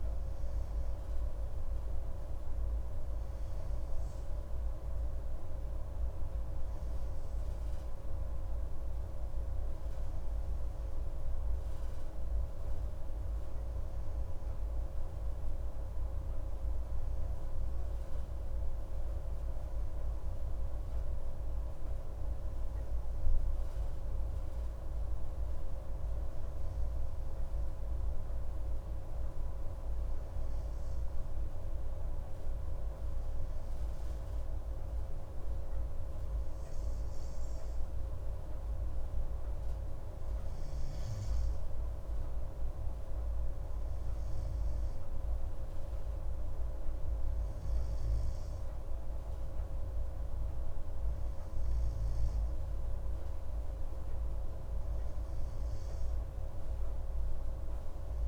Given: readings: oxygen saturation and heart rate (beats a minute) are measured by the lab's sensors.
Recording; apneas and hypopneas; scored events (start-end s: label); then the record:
breathing in sleep, hard to hear, by a room microphone; none
none scored
From the record:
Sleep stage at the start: N2 (light sleep); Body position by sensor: on the right side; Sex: male